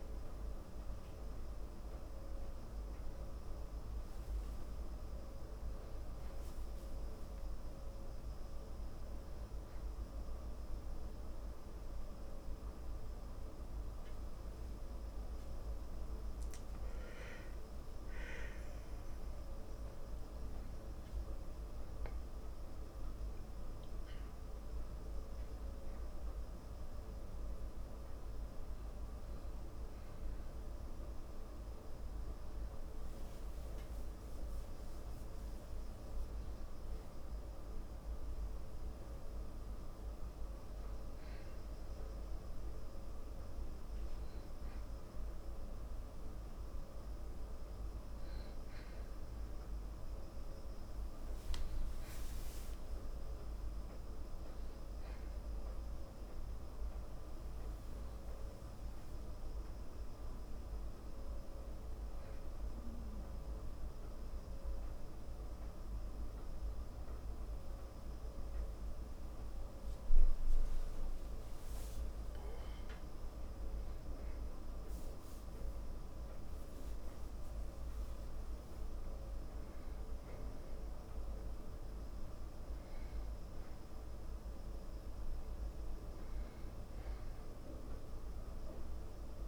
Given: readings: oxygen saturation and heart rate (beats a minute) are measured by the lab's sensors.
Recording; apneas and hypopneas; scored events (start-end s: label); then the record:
a person awake in a sleep study, hard to hear, by a room microphone; none
76.00-89.48 s: new sleep stage, N1 (lightest sleep)
From the record:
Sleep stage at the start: awake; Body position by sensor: on the back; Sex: male